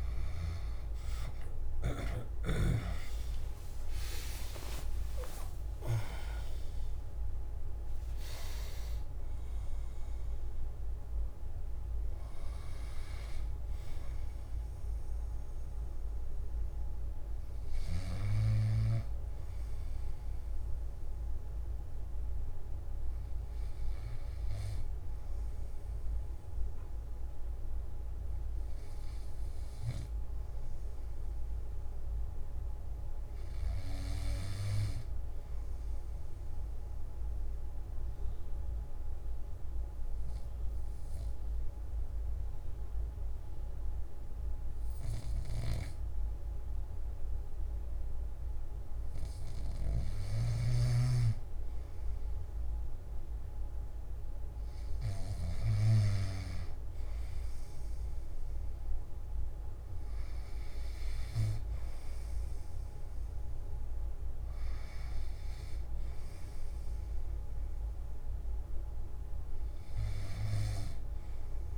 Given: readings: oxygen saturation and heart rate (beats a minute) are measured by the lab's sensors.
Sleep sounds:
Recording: breathing in sleep by a room microphone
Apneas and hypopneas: 1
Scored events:
0.00-5.00 s: oxygen desaturation (device-marked, oxygen 92% lowest, heart rate 59 extreme)
37.00-50.00 s: obstructive apnea (oxygen 100% before, 96% lowest, heart rate 67 before, 62 extreme, up 2 after)
From the record:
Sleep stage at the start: N3 (deep sleep)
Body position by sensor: on the back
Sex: male

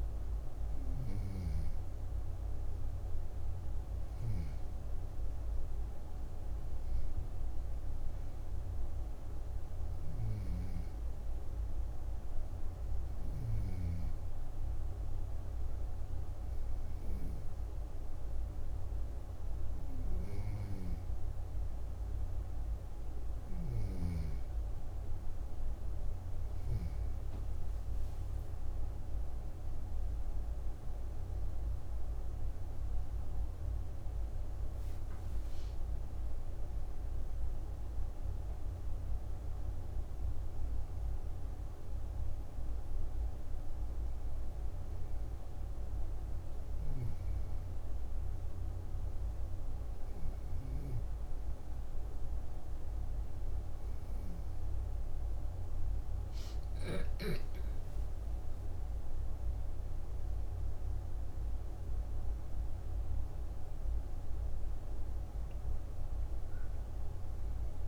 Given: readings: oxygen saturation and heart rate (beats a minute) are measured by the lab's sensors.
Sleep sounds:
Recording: breathing in sleep, hard to hear, by a room microphone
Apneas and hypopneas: 2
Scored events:
14.00-24.50 s: hypopnea (oxygen 94% before, 91% lowest)
26.50-31.50 s: arousal
47.50-58.50 s: hypopnea (oxygen 94% before, 91% lowest, heart rate 71 before, 59 extreme, up 12 after)
59.50-64.50 s: arousal
From the record:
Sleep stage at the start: N2 (light sleep)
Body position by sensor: on the back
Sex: female

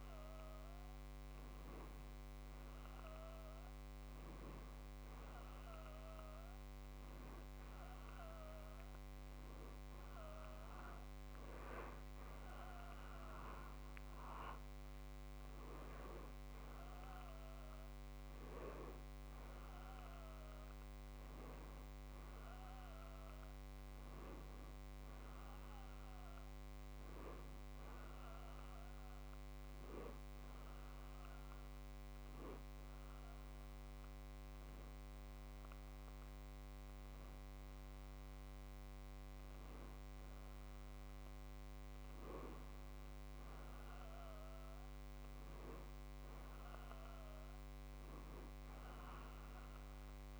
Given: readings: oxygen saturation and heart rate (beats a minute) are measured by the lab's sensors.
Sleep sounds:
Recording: breathing in sleep, hard to hear, by a microphone on the trachea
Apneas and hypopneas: 1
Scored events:
12.00-15.00 s: arousal
30.00-41.00 s: hypopnea (oxygen 94% before, 92% lowest, heart rate 81 before, 61 extreme, up 1 after)
44.00-47.50 s: arousal
From the record:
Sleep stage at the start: N2 (light sleep)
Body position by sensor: on the back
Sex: male

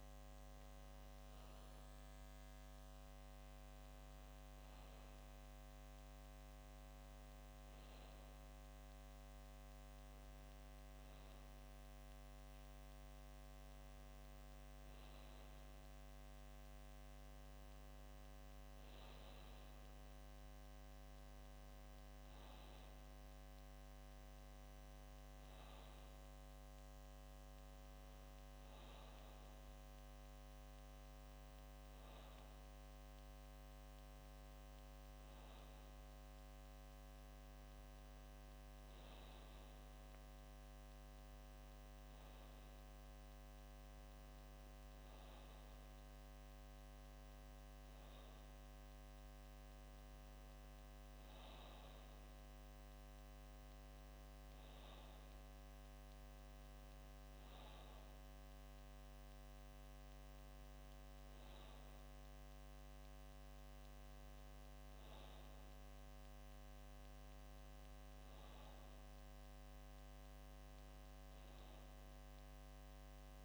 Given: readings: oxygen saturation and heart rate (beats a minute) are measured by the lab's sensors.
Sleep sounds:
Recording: breathing in sleep, hard to hear, by a microphone on the trachea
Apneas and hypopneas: none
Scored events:
none scored
From the record:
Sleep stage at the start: N2 (light sleep)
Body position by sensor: on the back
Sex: male

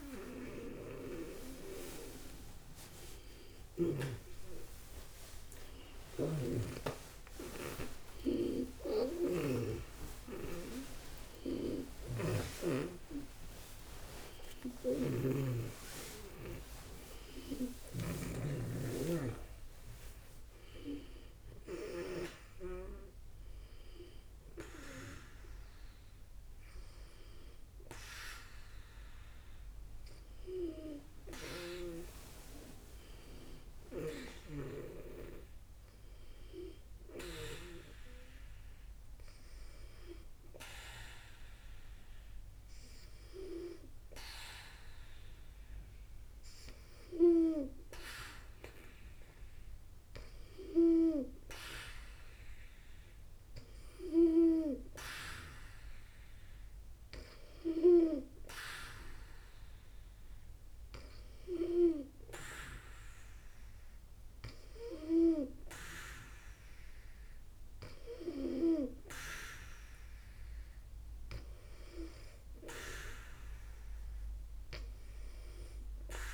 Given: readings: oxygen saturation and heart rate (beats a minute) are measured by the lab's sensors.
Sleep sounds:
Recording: a person partly awake in a sleep study, by a room microphone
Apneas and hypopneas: none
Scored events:
0.00-5.50 s: oxygen desaturation (device-marked, oxygen 92% lowest)
6.00-12.50 s: snoring (device-marked)
14.50-22.00 s: snoring (device-marked)
19.50-76.34 s: new sleep stage, N2 (light sleep)
From the record:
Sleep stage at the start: awake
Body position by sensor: on the back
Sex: female

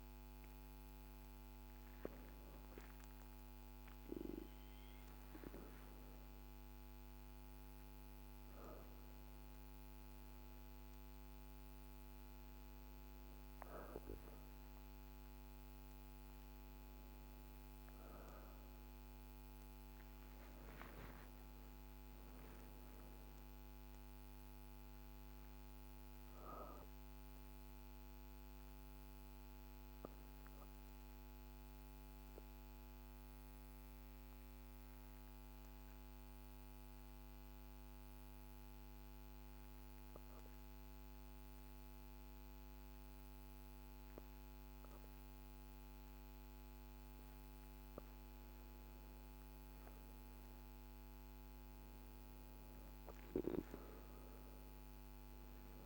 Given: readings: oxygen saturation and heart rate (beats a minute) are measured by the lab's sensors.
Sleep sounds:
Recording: breathing in sleep, hard to hear, by a microphone on the trachea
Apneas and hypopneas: 1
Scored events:
0.00-20.00 s: oxygen desaturation (device-marked, oxygen 88% lowest, heart rate 47 extreme)
22.00-26.00 s: arousal
29.00-47.50 s: obstructive apnea (oxygen 96% before, 88% lowest, heart rate 54 before, 49 extreme, up 16 after)
47.00-55.86 s: oxygen desaturation (device-marked, oxygen 98% before, 88% lowest, heart rate 52 before, 49 extreme)
52.00-55.50 s: arousal
From the record:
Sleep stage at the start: N2 (light sleep)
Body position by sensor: on the back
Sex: female

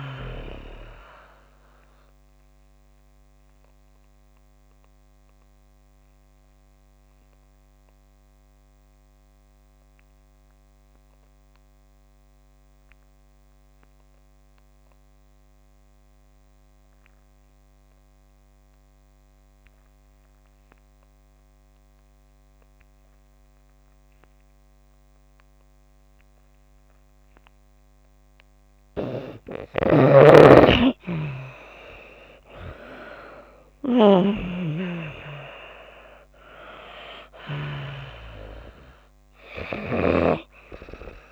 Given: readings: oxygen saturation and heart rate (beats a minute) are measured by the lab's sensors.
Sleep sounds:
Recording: breathing in sleep by a microphone on the trachea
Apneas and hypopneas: 1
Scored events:
0.00-23.50 s: oxygen desaturation (device-marked, oxygen 79% lowest)
0.50-28.50 s: obstructive apnea (oxygen 96% before, 79% lowest)
29.50-34.50 s: snoring (device-marked)
30.50-34.00 s: arousal
33.50-41.32 s: oxygen desaturation (device-marked, oxygen 98% before, 84% lowest)
From the record:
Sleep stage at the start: N2 (light sleep)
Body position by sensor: on the back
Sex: female

